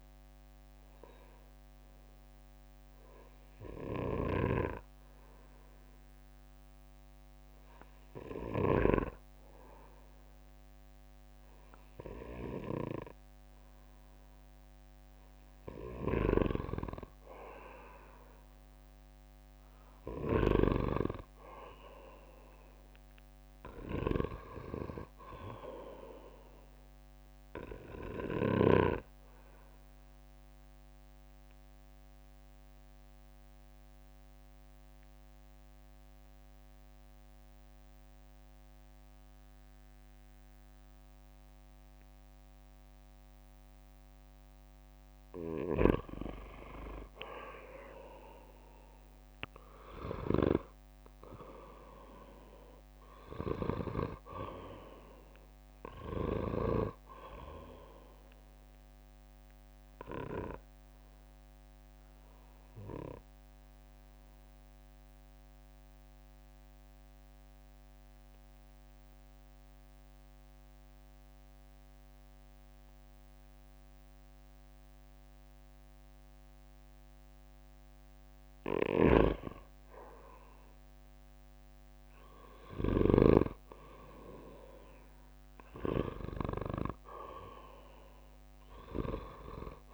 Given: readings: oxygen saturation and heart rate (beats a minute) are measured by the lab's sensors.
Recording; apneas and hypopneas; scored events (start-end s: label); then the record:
breathing in sleep by a microphone on the trachea; 3
4.00-16.50 s: obstructive apnea (oxygen 97% before, 89% lowest, heart rate 60 before, 59 extreme, up 4 after)
22.50-26.00 s: arousal
30.00-45.50 s: obstructive apnea (oxygen 97% before, 89% lowest, heart rate 64 before, 54 extreme, up 11 after)
47.00-72.00 s: oxygen desaturation (device-marked, oxygen 96% before, 89% lowest, heart rate 61 before, 54 extreme)
47.50-50.50 s: arousal
59.50-79.00 s: obstructive apnea (oxygen 96% before, 89% lowest, heart rate 65 before, 54 extreme, up 5 after)
81.00-83.50 s: arousal
85.00-89.94 s: oxygen desaturation (device-marked, oxygen 98% before, 91% lowest, heart rate 60 before, 56 extreme)
From the record:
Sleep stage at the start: N2 (light sleep); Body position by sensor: on the back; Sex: male